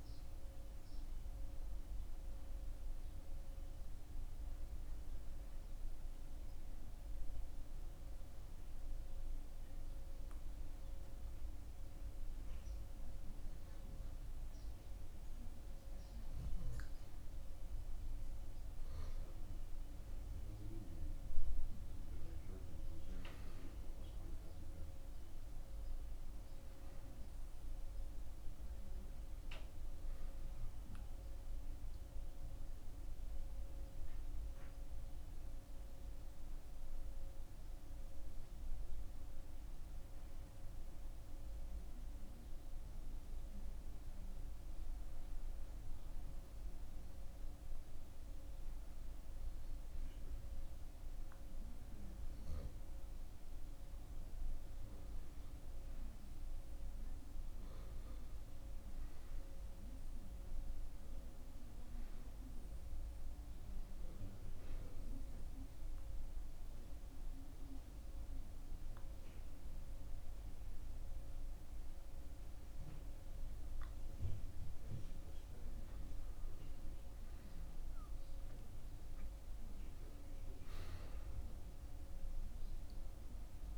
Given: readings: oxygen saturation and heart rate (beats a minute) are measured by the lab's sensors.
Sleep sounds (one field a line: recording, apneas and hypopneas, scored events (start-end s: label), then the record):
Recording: breathing in sleep, hard to hear, by a room microphone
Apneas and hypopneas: 3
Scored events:
8.00-18.00 s: obstructive apnea (oxygen 96% before, 91% lowest, heart rate 67 before, 35 extreme, up 12 after)
21.00-25.00 s: arousal
26.50-49.50 s: oxygen desaturation (device-marked, oxygen 96% before, 91% lowest, heart rate 47 before, 28 extreme)
44.00-54.50 s: obstructive apnea (oxygen 96% before, 91% lowest, heart rate 61 before, 28 extreme, up 0 after)
57.00-60.50 s: arousal
63.50-82.50 s: oxygen desaturation (device-marked, oxygen 96% before, 91% lowest, heart rate 48 before, 34 extreme)
66.00-76.00 s: obstructive apnea (oxygen 96% before, 91% lowest, heart rate 45 before, 39 extreme, up 7 after)
From the record:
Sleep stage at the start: N2 (light sleep)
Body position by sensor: on the back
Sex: male